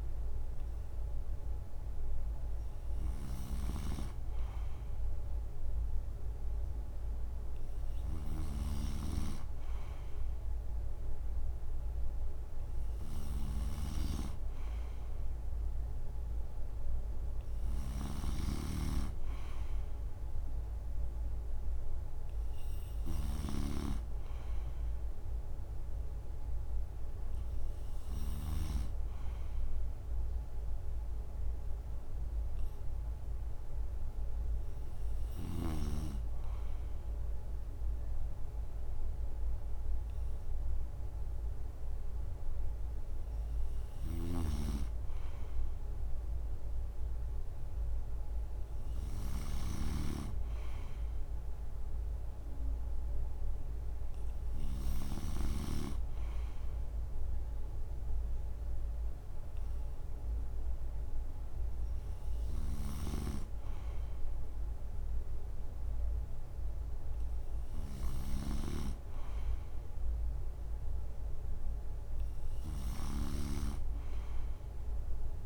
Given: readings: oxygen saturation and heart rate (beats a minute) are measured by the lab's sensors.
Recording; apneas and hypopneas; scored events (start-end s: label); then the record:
breathing in sleep by a room microphone; none
3.00-28.50 s: snoring (device-marked)
43.50-55.50 s: snoring (device-marked)
62.50-75.46 s: snoring (device-marked)
From the record:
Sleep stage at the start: N3 (deep sleep); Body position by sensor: on the right side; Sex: male